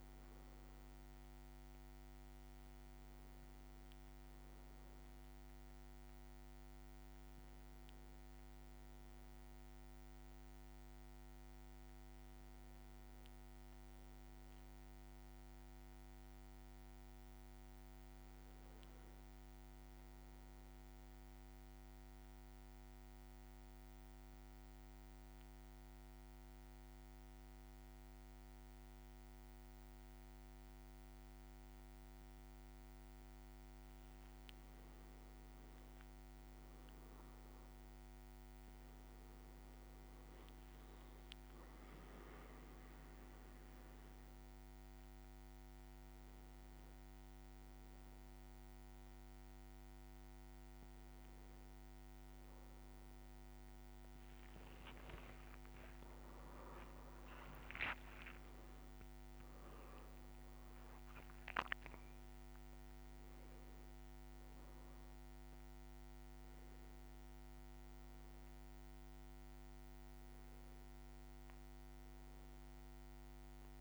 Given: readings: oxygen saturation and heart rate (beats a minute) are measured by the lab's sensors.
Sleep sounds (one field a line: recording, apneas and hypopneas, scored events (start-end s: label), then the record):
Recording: breathing in sleep, hard to hear, by a microphone on the trachea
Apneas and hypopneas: 1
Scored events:
20.50-33.00 s: central apnea (oxygen 99% before, 95% lowest, heart rate 58 before, 56 extreme, up 4 after)
32.50-35.50 s: leg movement (device-marked)
35.00-40.50 s: arousal
39.50-56.50 s: oxygen desaturation (device-marked, oxygen 98% before, 95% lowest, heart rate 57 before, 55 extreme)
48.50-73.81 s: new sleep stage, N1 (lightest sleep)
57.00-62.50 s: arousal
From the record:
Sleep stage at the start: N2 (light sleep)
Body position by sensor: on the back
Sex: male